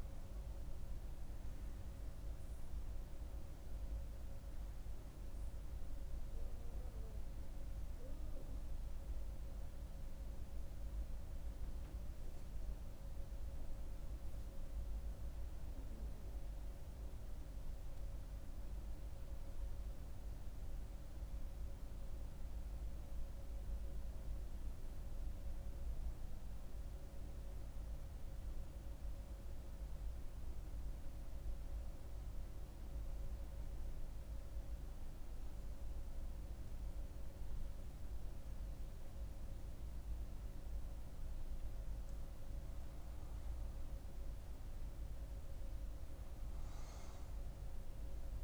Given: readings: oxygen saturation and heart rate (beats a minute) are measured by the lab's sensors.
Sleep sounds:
a person partly awake in a sleep study, hard to hear, by a room microphone; 1
0.00-7.50 s: oxygen desaturation (device-marked, oxygen 91% lowest, heart rate 66 extreme)
15.50-48.44 s: new sleep stage, N2 (light sleep)
18.00-41.00 s: mixed apnea (oxygen 99% before, 92% lowest, heart rate 80 before, 65 extreme, up 5 after)
36.50-48.44 s: oxygen desaturation (device-marked, oxygen 98% before, 92% lowest, heart rate 68 before, 63 extreme)
43.50-46.00 s: arousal
From the record:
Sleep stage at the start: awake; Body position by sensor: on the right side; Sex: female

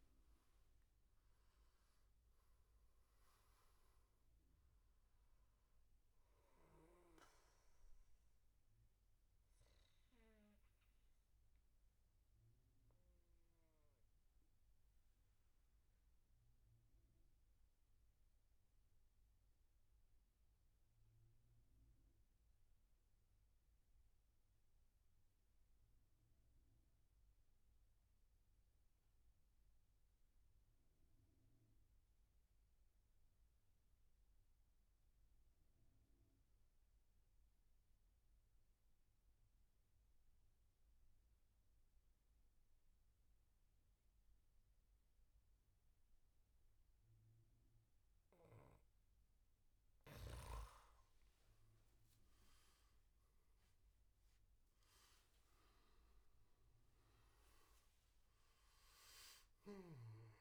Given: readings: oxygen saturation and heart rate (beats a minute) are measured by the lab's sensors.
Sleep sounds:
breathing in sleep, hard to hear, by a room microphone; 1
0.00-3.50 s: arousal
0.00-21.50 s: oxygen desaturation (device-marked, oxygen 91% lowest, heart rate 60 extreme)
8.50-47.00 s: obstructive apnea (oxygen 99% before, 89% lowest, heart rate 77 before, 59 extreme, up 12 after)
38.50-60.41 s: oxygen desaturation (device-marked, oxygen 99% before, 89% lowest, heart rate 69 before, 59 extreme)
51.50-56.00 s: arousal
From the record:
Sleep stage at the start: N2 (light sleep); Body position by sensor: on the back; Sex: male

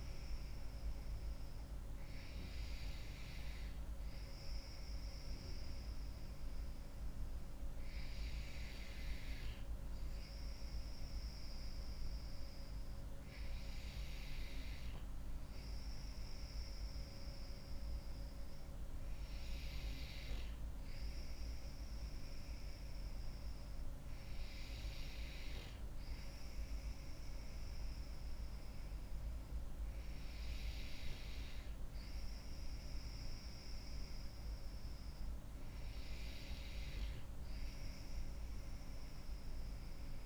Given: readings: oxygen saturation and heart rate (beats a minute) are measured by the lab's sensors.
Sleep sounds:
breathing in sleep, hard to hear, by a room microphone; none
none scored
From the record:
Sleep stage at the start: N2 (light sleep); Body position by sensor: on the back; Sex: female

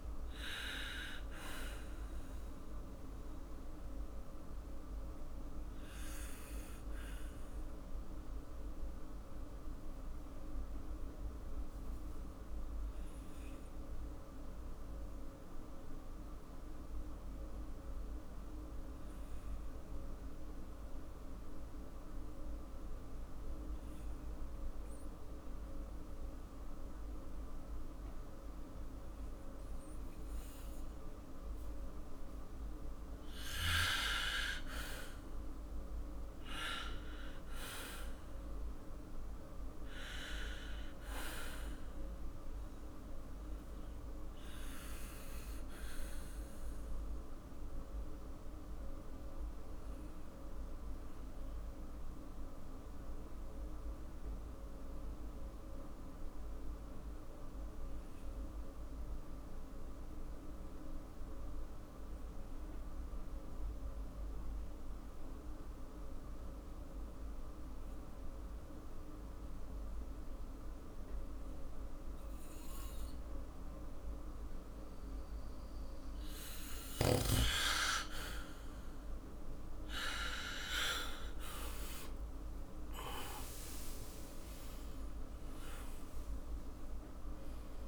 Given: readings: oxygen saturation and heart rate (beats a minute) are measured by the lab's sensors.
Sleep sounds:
breathing in sleep by a room microphone; 2
3.50-30.50 s: obstructive apnea (oxygen 99% before, 92% lowest, heart rate 57 before, 49 extreme, up 6 after)
14.00-29.00 s: oxygen desaturation (device-marked, oxygen 96% before, 92% lowest, heart rate 58 before, 50 extreme)
32.50-36.00 s: arousal
44.00-75.50 s: obstructive apnea (oxygen 99% before, 95% lowest, heart rate 58 before, 49 extreme, up 12 after)
59.00-71.00 s: oxygen desaturation (device-marked, oxygen 98% before, 95% lowest, heart rate 56 before, 53 extreme)
80.50-85.50 s: arousal
From the record:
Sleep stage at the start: N2 (light sleep); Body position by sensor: on the back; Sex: male

